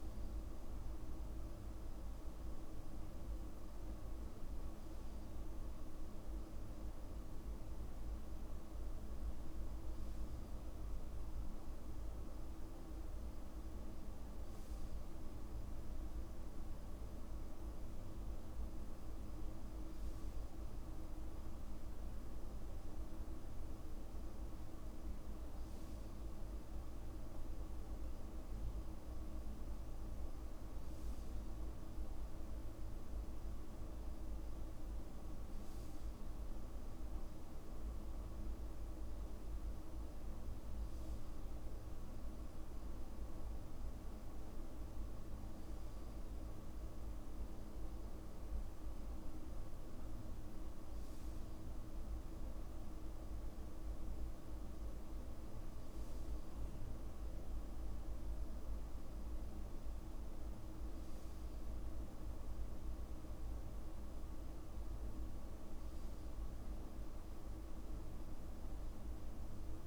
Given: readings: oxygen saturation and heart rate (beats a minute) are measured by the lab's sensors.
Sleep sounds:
breathing in sleep, hard to hear, by a room microphone; none
63.50-65.50 s: long interval between heartbeats (device-marked, heart rate 58 before, 62 extreme)
From the record:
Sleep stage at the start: N2 (light sleep); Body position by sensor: on the back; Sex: male

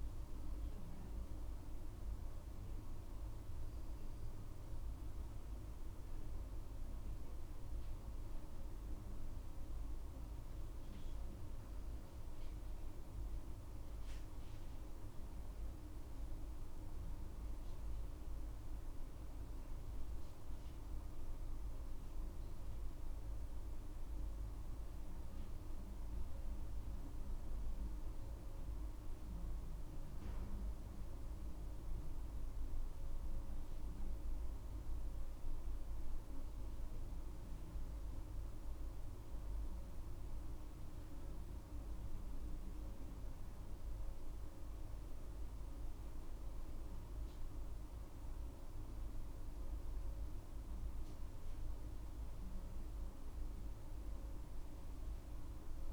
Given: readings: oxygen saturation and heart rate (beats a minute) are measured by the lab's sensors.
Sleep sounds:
breathing in sleep, hard to hear, by a room microphone; none
none scored
From the record:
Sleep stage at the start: N1 (lightest sleep); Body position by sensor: on the right side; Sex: female

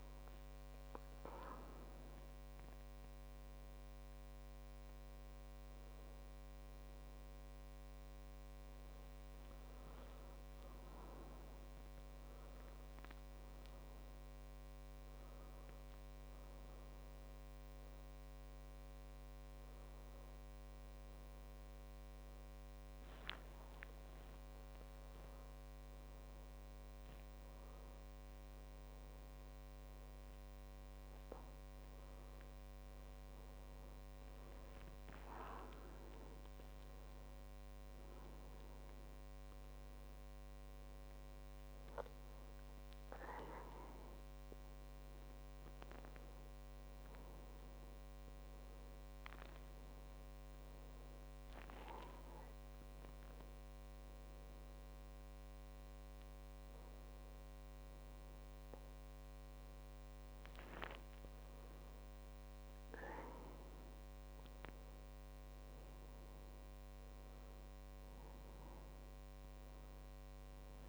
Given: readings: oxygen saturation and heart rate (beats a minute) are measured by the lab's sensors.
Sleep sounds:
breathing in sleep, hard to hear, by a microphone on the trachea; none
24.00-26.00 s: long interval between heartbeats (device-marked)
27.50-29.50 s: long interval between heartbeats (device-marked)
30.00-35.00 s: arousal
50.00-52.00 s: long interval between heartbeats (device-marked)
52.00-54.00 s: long interval between heartbeats (device-marked)
From the record:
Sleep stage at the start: N2 (light sleep); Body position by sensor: on the back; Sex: male

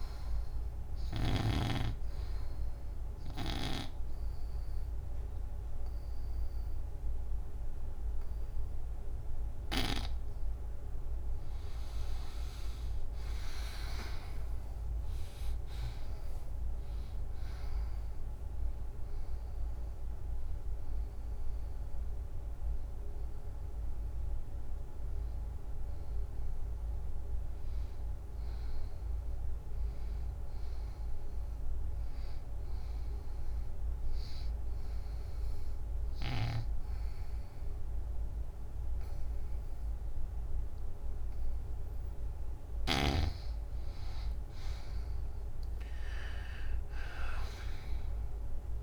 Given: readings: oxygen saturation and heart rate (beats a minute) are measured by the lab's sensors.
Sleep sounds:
breathing in sleep by a room microphone; 2
0.00-10.50 s: oxygen desaturation (device-marked, oxygen 86% lowest, heart rate 81 extreme)
2.00-12.00 s: obstructive apnea (oxygen 92% before, 81% lowest, heart rate 90 before, 81 extreme, up 32 after)
13.50-17.50 s: arousal
18.50-35.50 s: oxygen desaturation (device-marked, oxygen 90% before, 81% lowest, heart rate 89 before, 78 extreme)
33.00-43.00 s: obstructive apnea (oxygen 90% before, 81% lowest, heart rate 99 before, 78 extreme, up 6 after)
45.50-48.50 s: arousal
From the record:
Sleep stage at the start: N2 (light sleep); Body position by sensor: on the back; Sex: female

